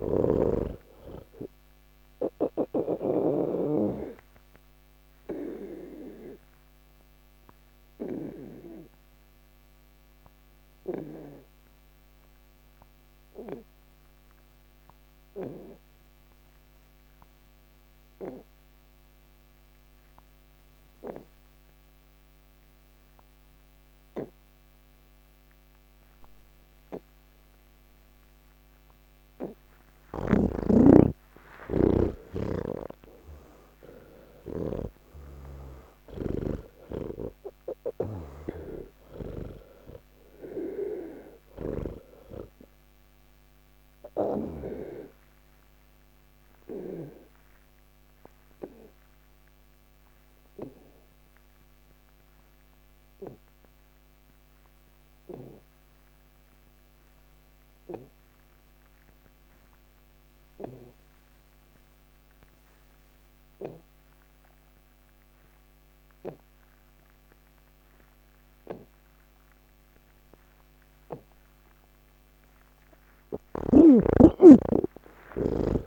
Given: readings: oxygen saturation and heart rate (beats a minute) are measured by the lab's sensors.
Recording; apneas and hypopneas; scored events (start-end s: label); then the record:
breathing in sleep by a microphone on the trachea; 2
0.00-3.50 s: snoring (device-marked)
0.00-16.50 s: oxygen desaturation (device-marked, oxygen 86% lowest, heart rate 68 extreme)
5.50-29.00 s: obstructive apnea (oxygen 99% before, 83% lowest, heart rate 146 before, 68 extreme)
28.50-59.50 s: oxygen desaturation (device-marked, oxygen 98% before, 83% lowest, heart rate 116 before, 80 extreme)
32.50-42.00 s: snoring (device-marked)
46.00-70.00 s: obstructive apnea (oxygen 98% before, 83% lowest, heart rate 137 before, 50 extreme)
72.50-75.87 s: oxygen desaturation (device-marked, oxygen 98% before, 91% lowest, heart rate 148 before, 50 extreme)
From the record:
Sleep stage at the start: N2 (light sleep); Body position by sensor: on the back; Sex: male